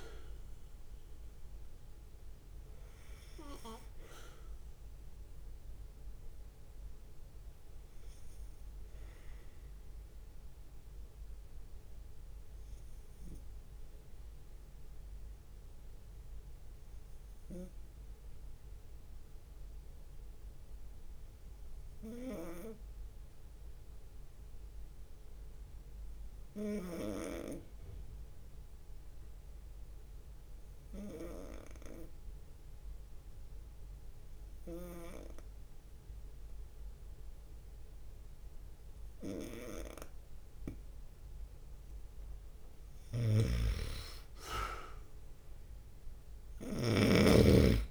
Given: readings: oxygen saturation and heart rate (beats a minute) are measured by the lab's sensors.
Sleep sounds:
breathing in sleep by a room microphone; 1
0.00-7.00 s: drop in pulse transit time (device-marked, heart rate 69 extreme)
0.00-21.00 s: oxygen desaturation (device-marked, oxygen 89% lowest, heart rate 62 extreme)
10.50-41.00 s: obstructive apnea (oxygen 97% before, 89% lowest, heart rate 69 before, 62 extreme, up 2 after)
29.50-31.00 s: leg movement (device-marked)
39.50-46.00 s: leg movement (device-marked)
43.00-47.50 s: arousal
43.00-47.50 s: snoring (device-marked)
43.00-47.91 s: oxygen desaturation (device-marked, oxygen 98% before, 92% lowest, heart rate 66 before, 64 extreme)
44.00-47.91 s: drop in pulse transit time (device-marked, heart rate 66 before, 67 extreme)
From the record:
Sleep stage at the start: N2 (light sleep); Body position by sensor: on the right side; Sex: male

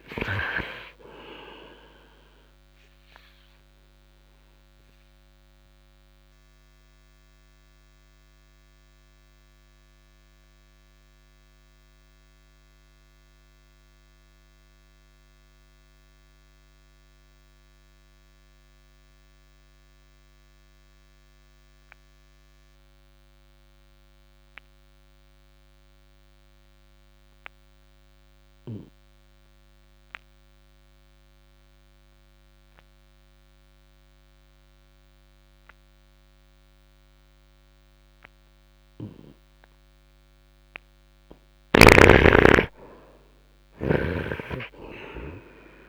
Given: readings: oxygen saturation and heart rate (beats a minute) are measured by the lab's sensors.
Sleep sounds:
breathing in sleep by a microphone on the trachea; 1
2.00-31.00 s: oxygen desaturation (device-marked, oxygen 95% before, 73% lowest, heart rate 58 before, 50 extreme)
3.00-41.00 s: obstructive apnea (oxygen 97% before, 73% lowest, heart rate 58 before, 50 extreme, up 7 after)
39.00-45.89 s: oxygen desaturation (device-marked, oxygen 97% before, 73% lowest, heart rate 60 before, 51 extreme)
43.50-45.89 s: arousal
From the record:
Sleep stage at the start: N2 (light sleep); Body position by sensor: on the right side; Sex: male

